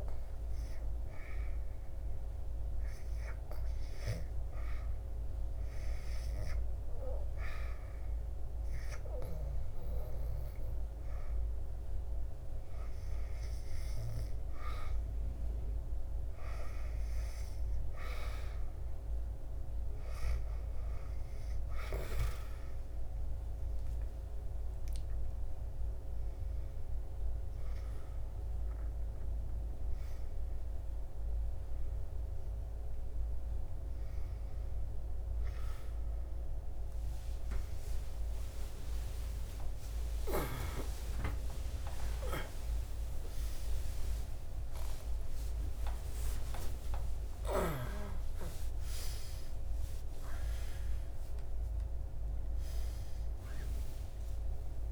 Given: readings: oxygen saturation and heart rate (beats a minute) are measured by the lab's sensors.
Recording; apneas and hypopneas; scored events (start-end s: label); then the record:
a person awake in a sleep study, by a room microphone; none
0.00-23.00 s: oxygen desaturation (device-marked, oxygen 93% lowest, heart rate 76 extreme)
25.00-54.91 s: new sleep stage, awake
From the record:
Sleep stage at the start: REM sleep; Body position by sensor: on the back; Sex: male